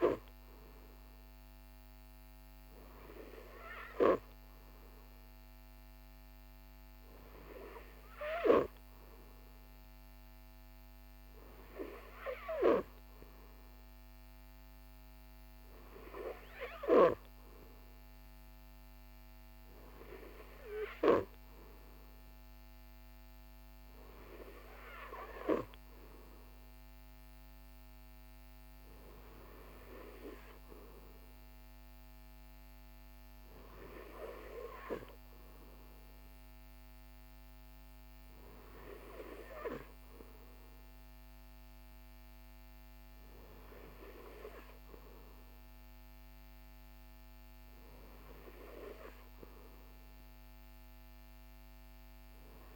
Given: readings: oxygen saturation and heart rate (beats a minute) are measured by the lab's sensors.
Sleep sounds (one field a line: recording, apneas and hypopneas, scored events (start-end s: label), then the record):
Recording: breathing in sleep by a microphone on the trachea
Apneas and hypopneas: none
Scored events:
none scored
From the record:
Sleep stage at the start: N3 (deep sleep)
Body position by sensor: on the right side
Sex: male